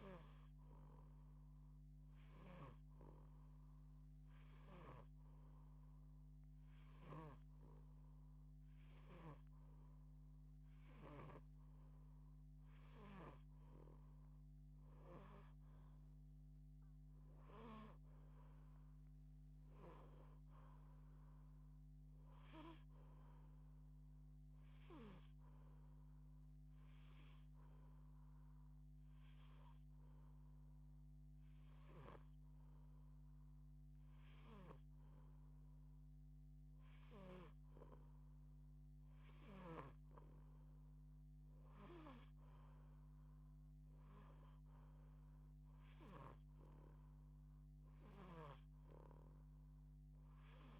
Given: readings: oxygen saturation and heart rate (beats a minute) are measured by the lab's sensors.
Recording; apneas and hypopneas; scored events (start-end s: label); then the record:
breathing in sleep by a microphone on the trachea; 2
0.50-11.50 s: hypopnea (oxygen 89% before, 86% lowest)
2.00-11.00 s: snoring (device-marked)
14.50-18.00 s: arousal
24.50-34.50 s: hypopnea (oxygen 89% before, 86% lowest)
36.50-40.00 s: arousal
From the record:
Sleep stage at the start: N2 (light sleep); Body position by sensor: on the back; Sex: female